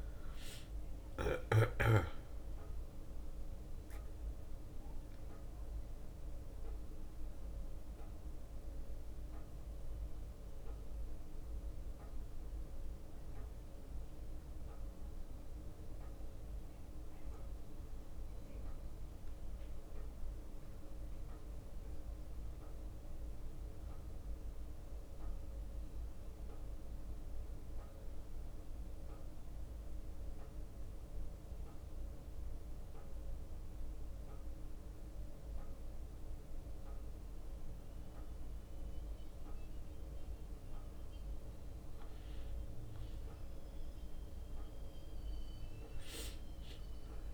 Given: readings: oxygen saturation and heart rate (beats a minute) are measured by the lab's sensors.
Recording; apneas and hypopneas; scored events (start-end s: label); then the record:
a person awake in a sleep study, hard to hear, by a room microphone; none
23.50-27.50 s: bradycardia (device-marked, heart rate 63 before, 59 extreme)
27.50-47.33 s: new sleep stage, N1 (lightest sleep)
28.50-30.50 s: bradycardia (device-marked, heart rate 63 before, 59 extreme)
32.50-39.50 s: bradycardia (device-marked, heart rate 63 before, 59 extreme)
From the record:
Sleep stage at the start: awake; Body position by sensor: on the back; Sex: male